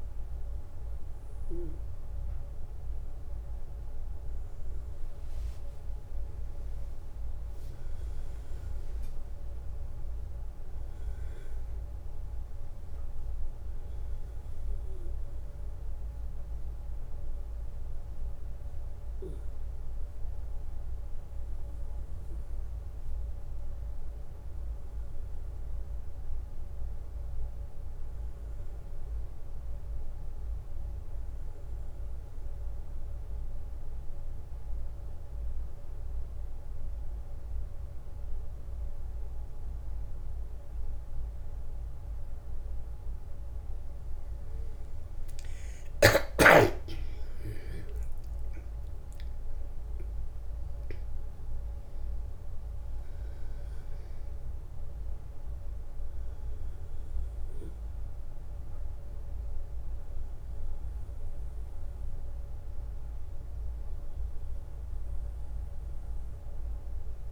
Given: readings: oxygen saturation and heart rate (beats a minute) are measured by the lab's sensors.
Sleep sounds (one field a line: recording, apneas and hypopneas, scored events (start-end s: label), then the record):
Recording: breathing in sleep, hard to hear, by a room microphone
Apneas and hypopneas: 1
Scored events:
1.00-4.50 s: arousal
32.00-43.00 s: obstructive apnea (oxygen 97% before, 93% lowest, heart rate 65 before, 58 extreme, up 16 after)
44.50-48.50 s: arousal
From the record:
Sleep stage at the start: N1 (lightest sleep)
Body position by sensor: on the back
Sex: male